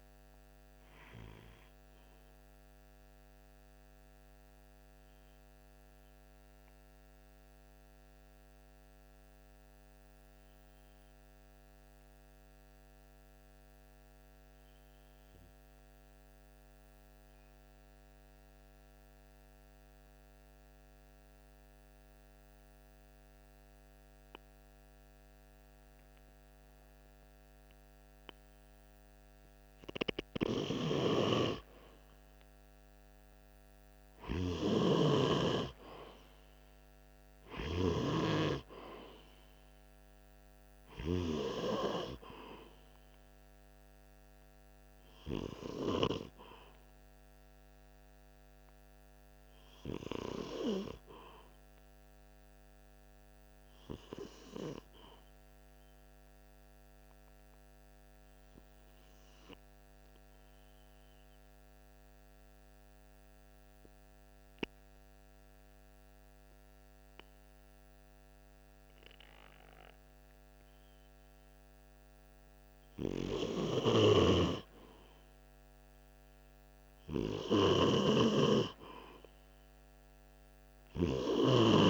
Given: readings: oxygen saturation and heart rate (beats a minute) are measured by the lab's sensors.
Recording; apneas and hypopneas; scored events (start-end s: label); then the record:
breathing in sleep by a microphone on the trachea; 2
0.00-16.00 s: oxygen desaturation (device-marked, oxygen 90% lowest, heart rate 45 extreme)
0.50-29.00 s: obstructive apnea (oxygen 97% before, 90% lowest, heart rate 49 before, 46 extreme, up 3 after)
32.00-36.00 s: arousal
38.00-62.00 s: oxygen desaturation (device-marked, oxygen 98% before, 93% lowest, heart rate 48 before, 46 extreme)
47.00-71.00 s: obstructive apnea (oxygen 98% before, 93% lowest, heart rate 49 before, 46 extreme, up 2 after)
72.50-77.00 s: arousal
From the record:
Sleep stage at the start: N2 (light sleep); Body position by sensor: on the right side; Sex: male